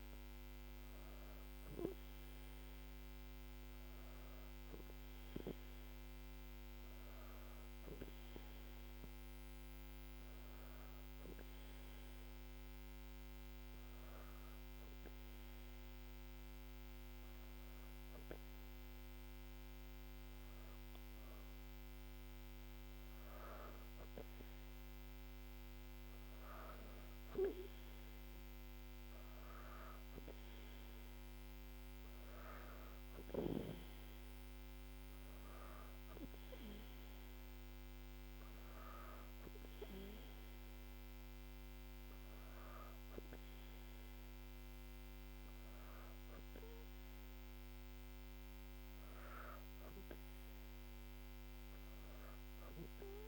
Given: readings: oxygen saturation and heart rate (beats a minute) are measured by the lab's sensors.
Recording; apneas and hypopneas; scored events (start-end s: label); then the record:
breathing in sleep by a microphone on the trachea; 1
11.00-22.50 s: hypopnea (oxygen 96% before, 94% lowest, heart rate 77 before, 76 extreme, up 3 after)
24.50-28.00 s: arousal
From the record:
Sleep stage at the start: N2 (light sleep); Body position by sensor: on the back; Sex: female